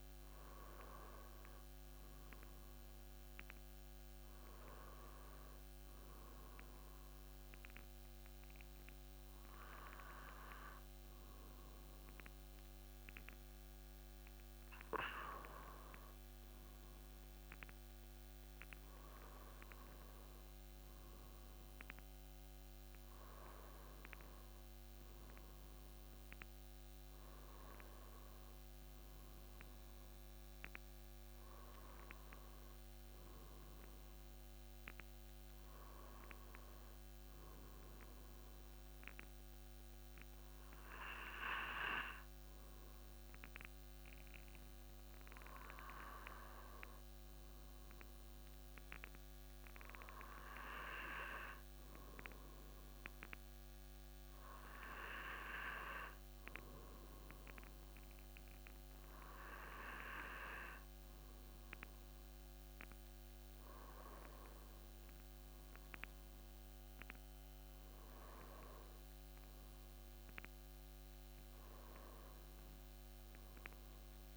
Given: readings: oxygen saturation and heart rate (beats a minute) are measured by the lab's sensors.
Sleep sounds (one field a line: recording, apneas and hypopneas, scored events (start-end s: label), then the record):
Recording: breathing in sleep by a microphone on the trachea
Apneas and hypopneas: none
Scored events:
none scored
From the record:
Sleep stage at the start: N1 (lightest sleep)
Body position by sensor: on the back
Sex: male